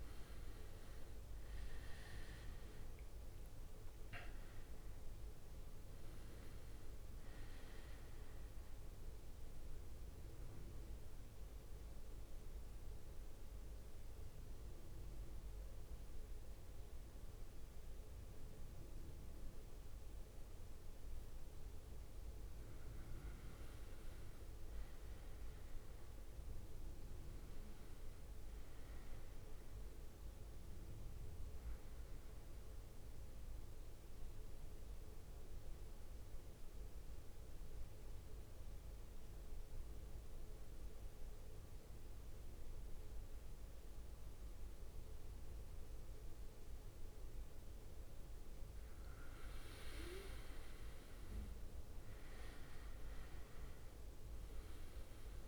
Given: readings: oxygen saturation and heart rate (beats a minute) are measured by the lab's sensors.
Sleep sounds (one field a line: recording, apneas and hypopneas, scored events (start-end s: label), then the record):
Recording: breathing in sleep, hard to hear, by a room microphone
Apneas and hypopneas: 2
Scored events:
0.00-2.50 s: arousal
0.00-15.50 s: oxygen desaturation (device-marked, oxygen 90% lowest, heart rate 54 extreme)
11.50-23.00 s: central apnea (oxygen 98% before, 93% lowest, heart rate 69 before, 54 extreme, up 14 after)
25.50-30.00 s: arousal
33.50-48.00 s: central apnea (oxygen 98% before, 90% lowest, heart rate 63 before, 51 extreme, up 14 after)
50.50-55.00 s: arousal
51.50-55.48 s: oxygen desaturation (device-marked, oxygen 98% before, 93% lowest, heart rate 58 before, 51 extreme)
From the record:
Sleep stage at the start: N2 (light sleep)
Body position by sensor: on the back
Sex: male